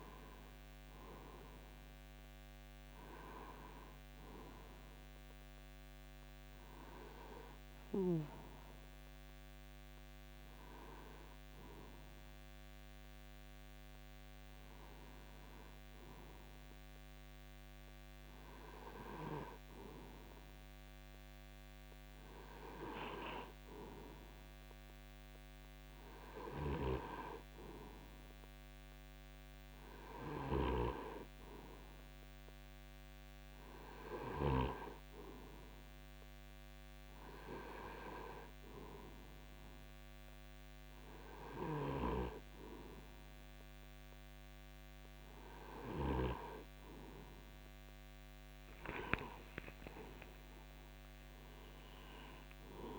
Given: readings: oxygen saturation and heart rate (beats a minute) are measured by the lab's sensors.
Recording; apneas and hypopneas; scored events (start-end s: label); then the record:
a person partly awake in a sleep study, by a microphone on the trachea; none
38.00-52.99 s: new sleep stage, awake
From the record:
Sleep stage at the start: N2 (light sleep); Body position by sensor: on the right side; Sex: male